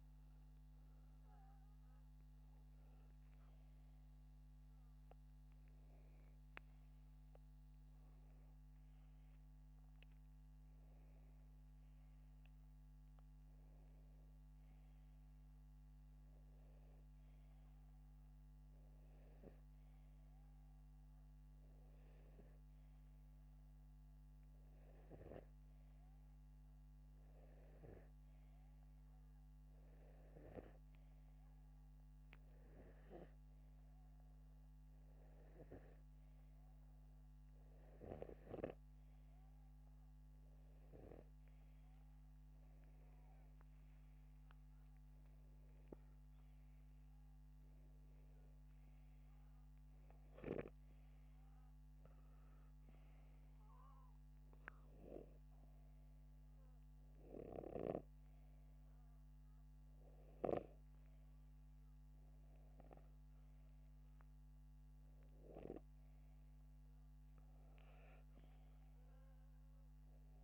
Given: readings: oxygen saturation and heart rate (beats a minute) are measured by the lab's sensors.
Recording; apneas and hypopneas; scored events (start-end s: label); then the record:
breathing in sleep by a microphone on the trachea; none
none scored
From the record:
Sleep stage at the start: N2 (light sleep); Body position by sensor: upright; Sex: male